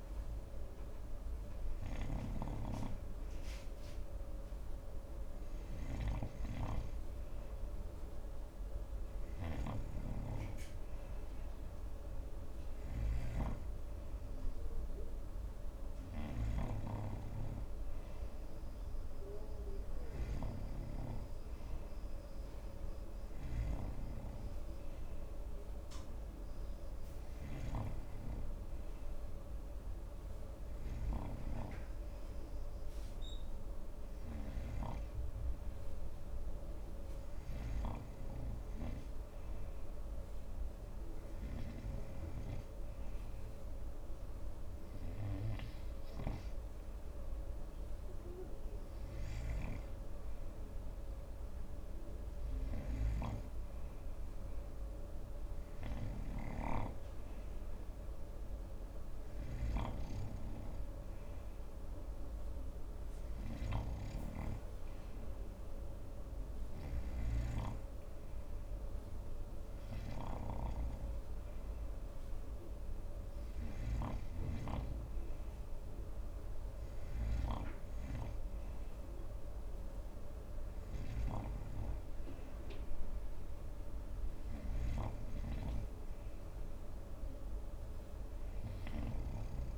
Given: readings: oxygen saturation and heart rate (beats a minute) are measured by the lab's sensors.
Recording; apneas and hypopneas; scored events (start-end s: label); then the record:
breathing in sleep by a room microphone; none
none scored
From the record:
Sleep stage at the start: N2 (light sleep); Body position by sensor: on the front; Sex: male